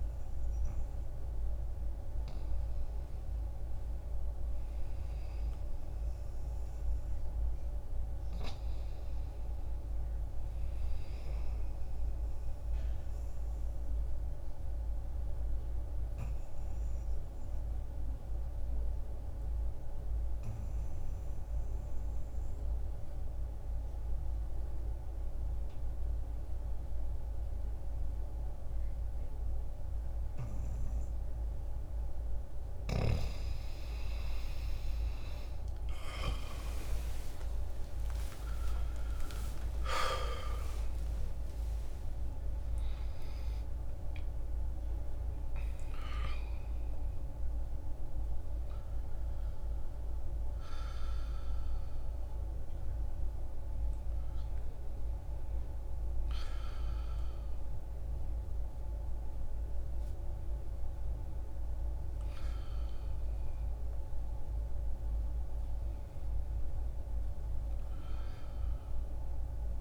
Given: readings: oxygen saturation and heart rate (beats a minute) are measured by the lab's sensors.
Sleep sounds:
breathing in sleep, hard to hear, by a room microphone; 1
1.00-5.50 s: arousal
6.00-29.00 s: oxygen desaturation (device-marked, oxygen 96% before, 91% lowest, heart rate 66 before, 62 extreme)
11.50-31.50 s: obstructive apnea (oxygen 96% before, 87% lowest, heart rate 65 before, 62 extreme, up 25 after)
34.00-51.00 s: oxygen desaturation (device-marked, oxygen 94% before, 89% lowest, heart rate 65 before, 65 extreme)
37.00-42.00 s: arousal
47.00-69.81 s: new sleep stage, N1 (lightest sleep)
53.00-69.00 s: oxygen desaturation (device-marked, oxygen 92% before, 87% lowest, heart rate 79 before, 65 extreme)
From the record:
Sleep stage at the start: N2 (light sleep); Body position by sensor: on the back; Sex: male

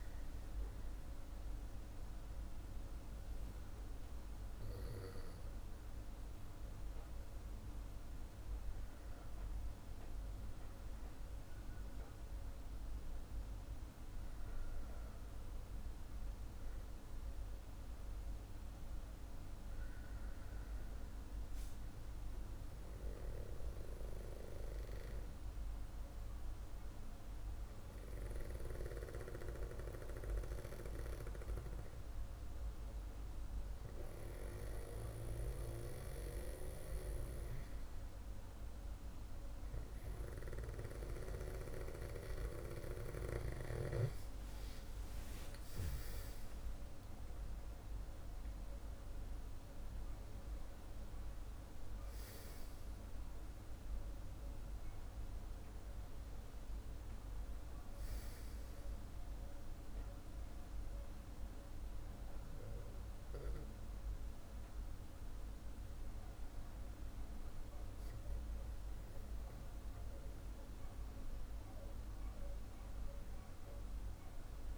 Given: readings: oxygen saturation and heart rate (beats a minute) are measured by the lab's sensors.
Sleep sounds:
breathing in sleep by a room microphone; none
45.00-48.00 s: arousal
From the record:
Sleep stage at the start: N2 (light sleep); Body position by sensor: on the back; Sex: male

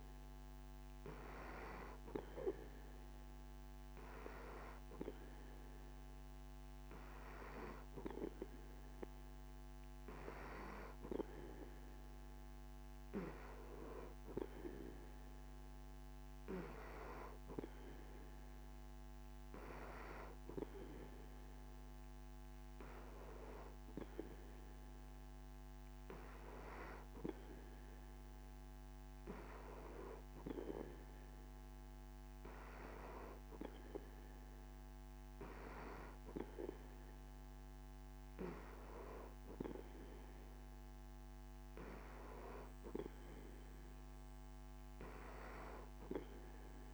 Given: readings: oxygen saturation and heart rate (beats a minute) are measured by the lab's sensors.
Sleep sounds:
breathing in sleep by a microphone on the trachea; none
none scored
From the record:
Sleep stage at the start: N3 (deep sleep); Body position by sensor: on the back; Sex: male

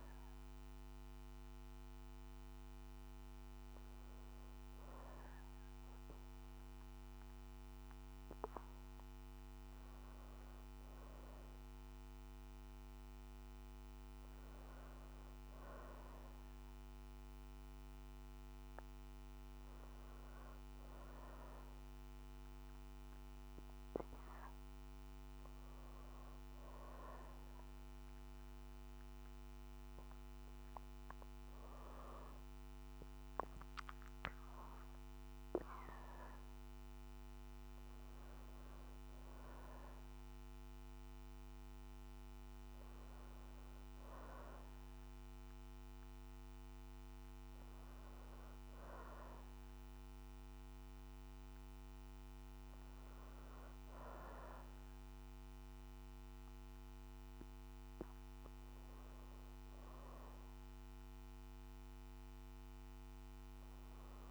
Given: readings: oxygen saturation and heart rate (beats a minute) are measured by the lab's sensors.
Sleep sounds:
breathing in sleep, hard to hear, by a microphone on the trachea; 1
0.00-6.50 s: oxygen desaturation (device-marked, oxygen 89% lowest, heart rate 60 extreme)
9.00-14.00 s: arousal
20.50-30.50 s: hypopnea (oxygen 94% before, 91% lowest, heart rate 60 before, 60 extreme, up 2 after)
32.00-35.50 s: arousal
From the record:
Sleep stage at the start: N2 (light sleep); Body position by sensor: on the back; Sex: female

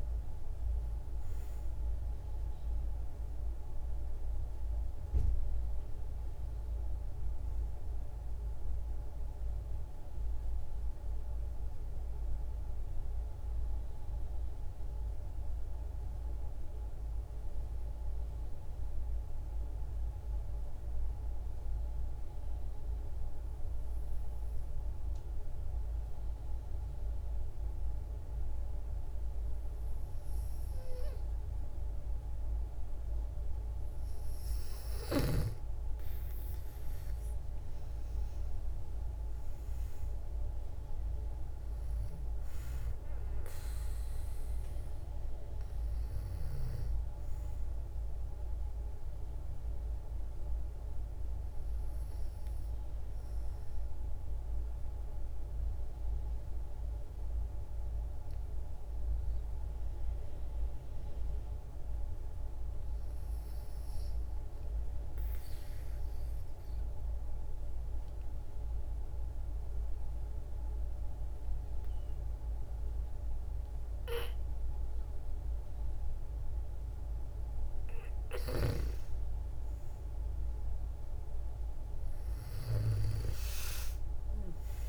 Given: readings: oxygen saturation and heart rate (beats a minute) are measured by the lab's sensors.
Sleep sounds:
breathing in sleep, hard to hear, by a room microphone; 2
0.00-16.50 s: oxygen desaturation (device-marked, oxygen 91% lowest, heart rate 55 extreme)
18.00-33.00 s: obstructive apnea (oxygen 96% before, 91% lowest, heart rate 59 before, 55 extreme, up 10 after)
34.50-61.50 s: oxygen desaturation (device-marked, oxygen 97% before, 91% lowest, heart rate 57 before, 52 extreme)
37.50-41.50 s: arousal
56.00-76.00 s: obstructive apnea (oxygen 96% before, 91% lowest, heart rate 60 before, 52 extreme, up 2 after)
73.50-84.88 s: oxygen desaturation (device-marked, oxygen 97% before, 91% lowest, heart rate 58 before, 52 extreme)
79.00-83.00 s: arousal
From the record:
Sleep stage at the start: N2 (light sleep); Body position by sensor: on the back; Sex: female

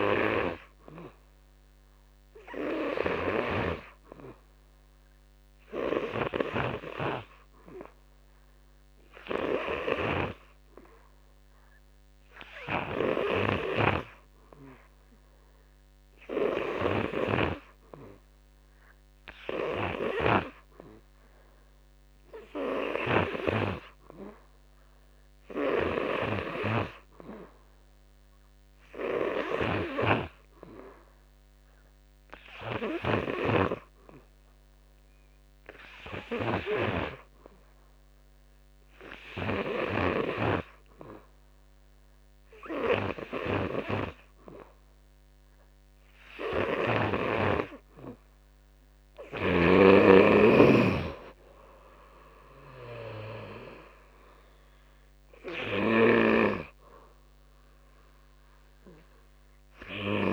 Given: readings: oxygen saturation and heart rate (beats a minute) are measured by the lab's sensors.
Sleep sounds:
breathing in sleep by a microphone on the trachea; none
13.00-23.00 s: snoring (device-marked)
25.50-33.50 s: oxygen desaturation (device-marked, oxygen 91% before, 88% lowest, heart rate 62 before, 57 extreme)
36.00-40.00 s: snoring (device-marked)
46.00-60.00 s: snoring (device-marked)
53.50-58.50 s: oxygen desaturation (device-marked, oxygen 91% before, 85% lowest, heart rate 63 before, 52 extreme)
53.50-60.33 s: new sleep stage, awake
From the record:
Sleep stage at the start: N2 (light sleep); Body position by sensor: on the back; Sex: male

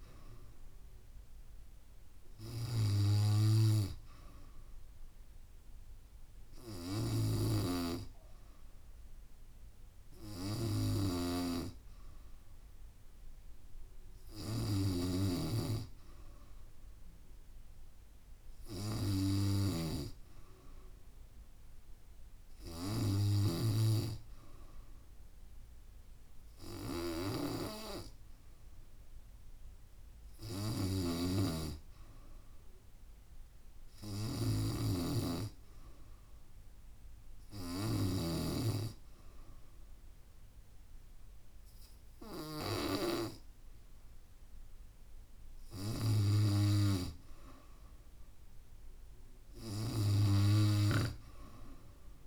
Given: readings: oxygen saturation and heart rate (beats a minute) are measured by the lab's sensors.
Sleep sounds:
breathing in sleep by a room microphone; none
15.00-20.00 s: snoring (device-marked)
31.00-38.50 s: snoring (device-marked)
From the record:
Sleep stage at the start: N3 (deep sleep); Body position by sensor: on the back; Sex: female

